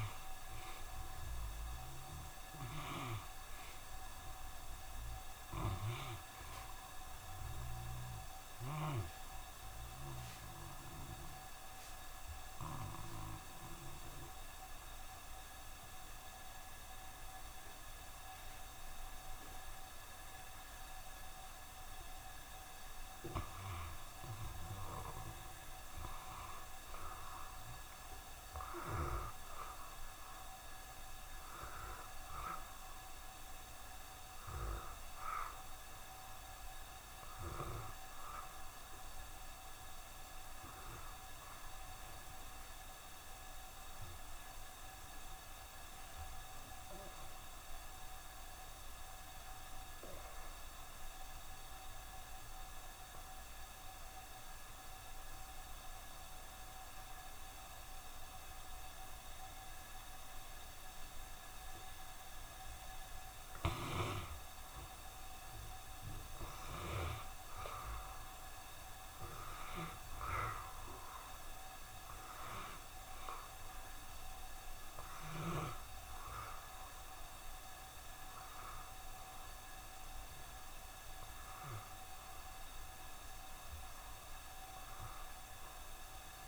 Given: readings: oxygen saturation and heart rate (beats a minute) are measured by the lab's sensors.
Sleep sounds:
breathing in sleep by a room microphone; 2
0.00-3.00 s: arousal
1.50-19.50 s: oxygen desaturation (device-marked, oxygen 92% before, 88% lowest, heart rate 68 before, 68 extreme)
9.50-23.00 s: obstructive apnea (oxygen 93% before, 86% lowest, heart rate 68 before, 68 extreme, up 1 after)
25.50-29.50 s: arousal
29.50-49.50 s: oxygen desaturation (device-marked, oxygen 92% before, 87% lowest, heart rate 69 before, 66 extreme)
42.50-63.00 s: obstructive apnea (oxygen 92% before, 86% lowest, heart rate 69 before, 66 extreme, up 3 after)
64.50-86.48 s: oxygen desaturation (device-marked, oxygen 93% before, 86% lowest, heart rate 67 before, 67 extreme)
65.50-70.00 s: arousal
From the record:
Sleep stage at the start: N2 (light sleep); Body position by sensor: on the back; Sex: male

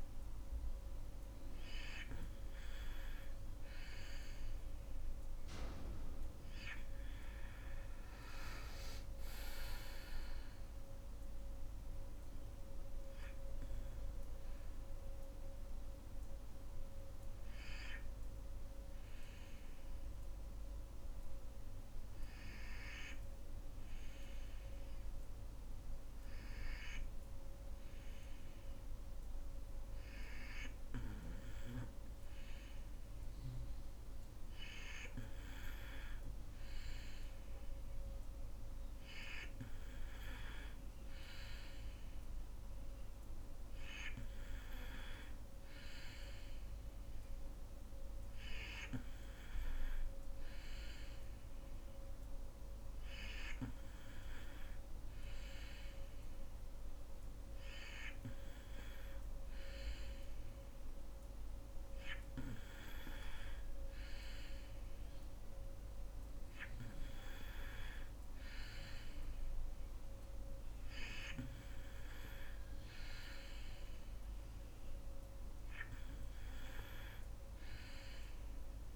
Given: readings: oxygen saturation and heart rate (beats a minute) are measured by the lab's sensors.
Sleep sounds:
breathing in sleep by a room microphone; 1
7.50-78.95 s: new sleep stage, N2 (light sleep)
9.50-14.00 s: arousal
19.00-34.50 s: obstructive apnea (oxygen 94% before, 91% lowest, heart rate 69 before, 61 extreme, up 7 after)
38.00-42.00 s: arousal
40.50-48.50 s: oxygen desaturation (device-marked, oxygen 98% before, 91% lowest, heart rate 64 before, 66 extreme)
From the record:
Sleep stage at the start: N3 (deep sleep); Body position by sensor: on the back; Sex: female

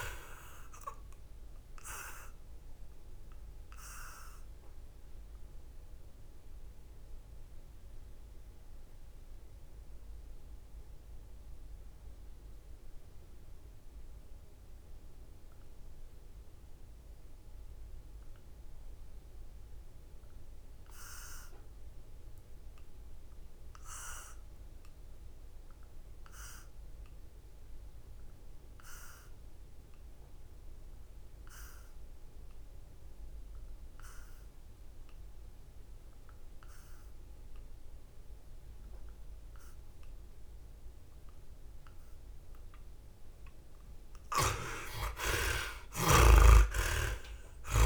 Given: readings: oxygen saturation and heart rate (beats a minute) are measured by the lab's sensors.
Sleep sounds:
breathing in sleep by a room microphone; 1
1.00-41.50 s: mixed apnea (oxygen 92% before, 52% lowest, heart rate 78 before, 64 extreme, up 24 after)
36.00-47.86 s: oxygen desaturation (device-marked, oxygen 89% before, 56% lowest, heart rate 66 before, 66 extreme)
44.00-47.50 s: arousal
From the record:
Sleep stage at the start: N2 (light sleep); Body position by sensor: on the back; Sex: male

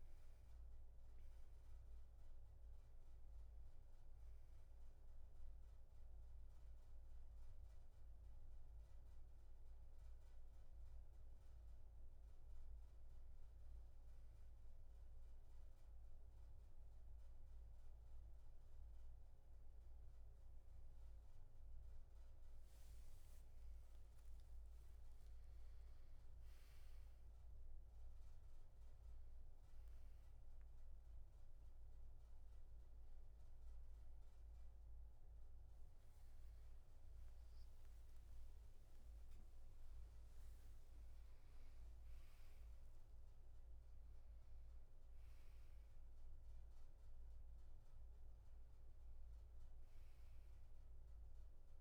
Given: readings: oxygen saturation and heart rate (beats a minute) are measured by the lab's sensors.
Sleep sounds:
a person awake in a sleep study, hard to hear, by a room microphone; none
none scored
From the record:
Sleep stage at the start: awake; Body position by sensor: on the back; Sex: male

